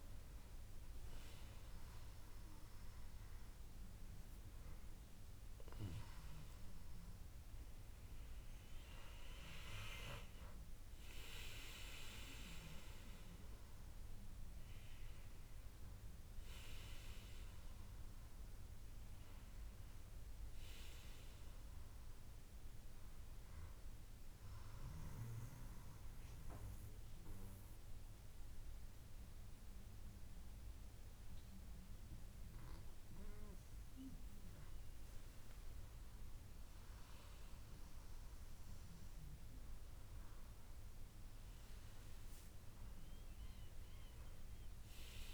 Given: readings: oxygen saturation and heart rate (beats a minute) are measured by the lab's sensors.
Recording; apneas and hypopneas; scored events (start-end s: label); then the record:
breathing in sleep by a room microphone; 1
24.50-34.50 s: central apnea (oxygen 97% before, 90% lowest, heart rate 79 before, 69 extreme, up 7 after)
40.50-44.50 s: arousal
From the record:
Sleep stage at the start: N2 (light sleep); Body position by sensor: on the back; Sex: male